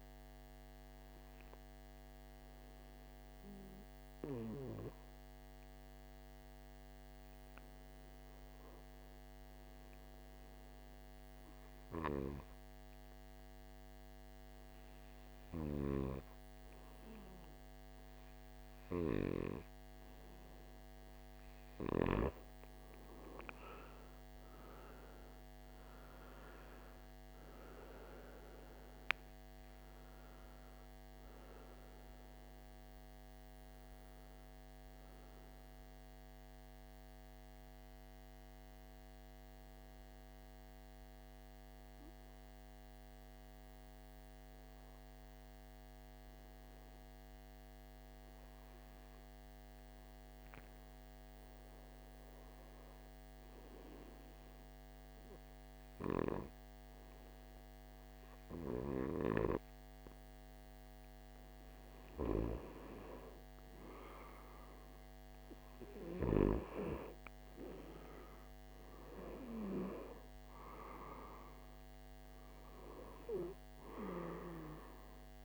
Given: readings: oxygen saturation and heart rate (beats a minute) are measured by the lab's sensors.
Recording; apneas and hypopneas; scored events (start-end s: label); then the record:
breathing in sleep by a microphone on the trachea; 2
0.00-8.00 s: oxygen desaturation (device-marked, oxygen 91% lowest, heart rate 57 extreme)
0.50-20.00 s: hypopnea (oxygen 98% before, 90% lowest, heart rate 63 before, 57 extreme, up 11 after)
21.00-46.00 s: oxygen desaturation (device-marked, oxygen 97% before, 90% lowest, heart rate 60 before, 57 extreme)
24.00-29.00 s: arousal
36.50-59.50 s: hypopnea (oxygen 97% before, 90% lowest, heart rate 65 before, 57 extreme, up 3 after)
59.00-75.45 s: oxygen desaturation (device-marked, oxygen 97% before, 90% lowest, heart rate 58 before, 59 extreme)
61.50-65.50 s: arousal
From the record:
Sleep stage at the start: N2 (light sleep); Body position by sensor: on the right side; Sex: male